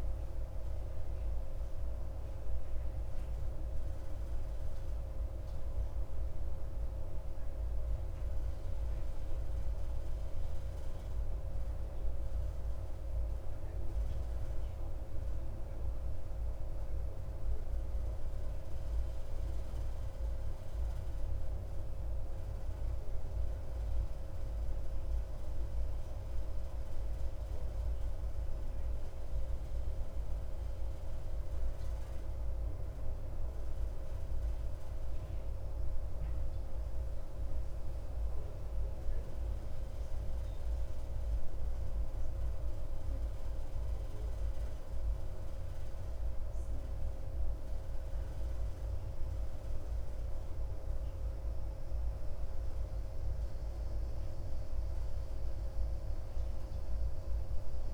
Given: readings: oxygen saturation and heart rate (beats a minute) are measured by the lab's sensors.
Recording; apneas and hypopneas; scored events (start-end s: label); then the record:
breathing in sleep, hard to hear, by a room microphone; none
none scored
From the record:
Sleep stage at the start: N1 (lightest sleep); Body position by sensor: on the back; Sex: male